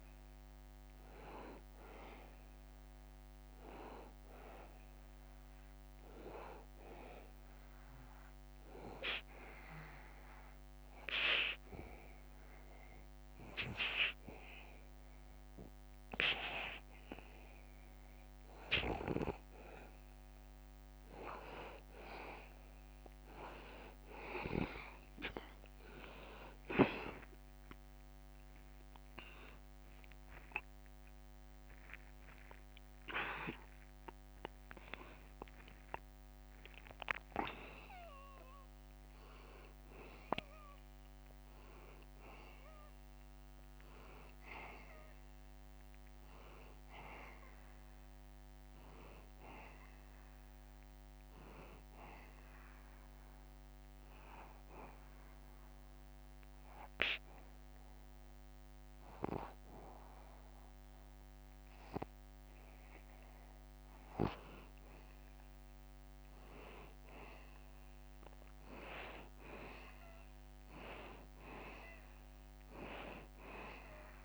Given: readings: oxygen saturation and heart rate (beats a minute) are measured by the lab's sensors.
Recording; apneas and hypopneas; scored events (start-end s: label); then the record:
breathing in sleep by a microphone on the trachea; 2
9.00-22.50 s: obstructive apnea (oxygen 93% before, 89% lowest, heart rate 81 before, 78 extreme, up 3 after)
25.50-43.50 s: oxygen desaturation (device-marked, oxygen 93% before, 89% lowest, heart rate 80 before, 78 extreme)
27.50-32.00 s: arousal
54.50-65.50 s: hypopnea (oxygen 94% before, 90% lowest, heart rate 83 before, 77 extreme)
68.00-72.00 s: arousal
From the record:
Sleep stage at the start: N2 (light sleep); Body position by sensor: on the back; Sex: male